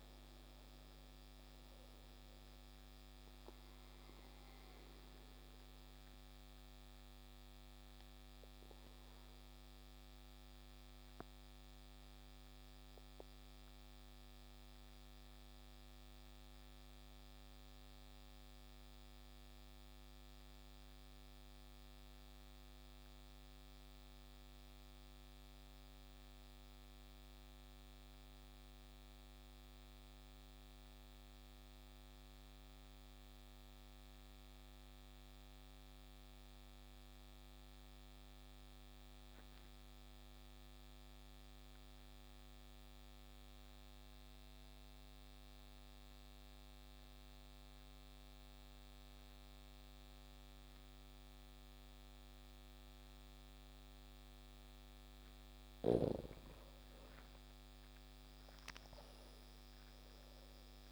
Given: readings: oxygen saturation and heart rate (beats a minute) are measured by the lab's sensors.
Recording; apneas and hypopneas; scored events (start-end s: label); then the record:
breathing in sleep, hard to hear, by a microphone on the trachea; 1
0.00-5.00 s: oxygen desaturation (device-marked, oxygen 91% lowest, heart rate 33 extreme)
4.00-55.00 s: obstructive apnea (oxygen 96% before, 85% lowest, heart rate 43 before, 34 extreme, up 6 after)
7.00-24.00 s: oxygen desaturation (device-marked, oxygen 93% before, 90% lowest, heart rate 41 before, 34 extreme)
39.00-60.92 s: oxygen desaturation (device-marked, oxygen 97% before, 85% lowest, heart rate 41 before, 34 extreme)
56.50-60.92 s: arousal
From the record:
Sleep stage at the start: N2 (light sleep); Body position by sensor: on the back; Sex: male